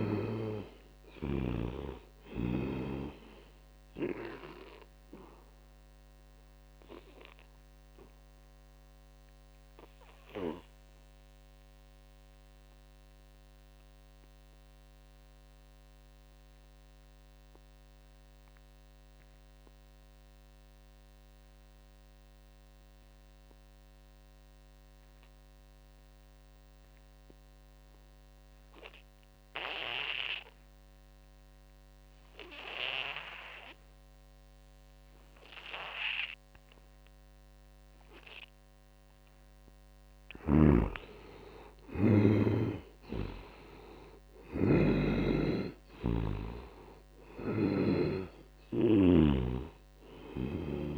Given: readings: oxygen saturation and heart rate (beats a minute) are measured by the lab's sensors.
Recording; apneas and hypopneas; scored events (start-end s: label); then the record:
breathing in sleep by a microphone on the trachea; 1
0.00-1.50 s: snoring (device-marked)
0.00-17.00 s: oxygen desaturation (device-marked, oxygen 72% lowest, heart rate 57 extreme)
4.50-39.00 s: obstructive apnea (oxygen 97% before, 72% lowest, heart rate 68 before, 57 extreme, up 13 after)
27.00-50.98 s: oxygen desaturation (device-marked, oxygen 99% before, 72% lowest, heart rate 77 before, 57 extreme)
40.00-50.50 s: snoring (device-marked)
40.50-44.50 s: arousal
From the record:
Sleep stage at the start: N2 (light sleep); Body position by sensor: on the back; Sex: male